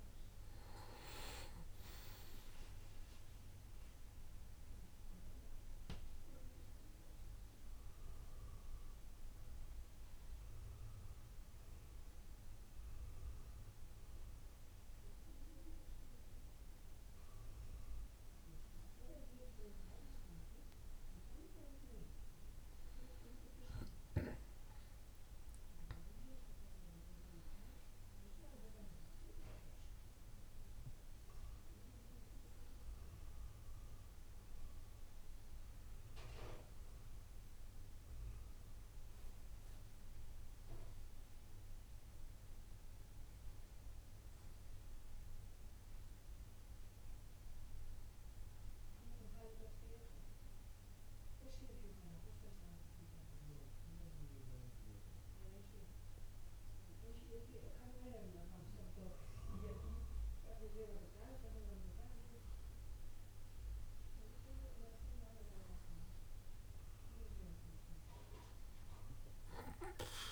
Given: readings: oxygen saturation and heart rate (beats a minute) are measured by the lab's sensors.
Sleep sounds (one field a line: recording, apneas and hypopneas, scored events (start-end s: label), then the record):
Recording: breathing in sleep by a room microphone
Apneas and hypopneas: 1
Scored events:
8.00-20.50 s: obstructive apnea (oxygen 95% before, 94% lowest, heart rate 70 before, 66 extreme, up 7 after)
22.50-26.50 s: arousal
63.50-67.50 s: arousal
From the record:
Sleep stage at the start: N2 (light sleep)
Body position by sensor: on the back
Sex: male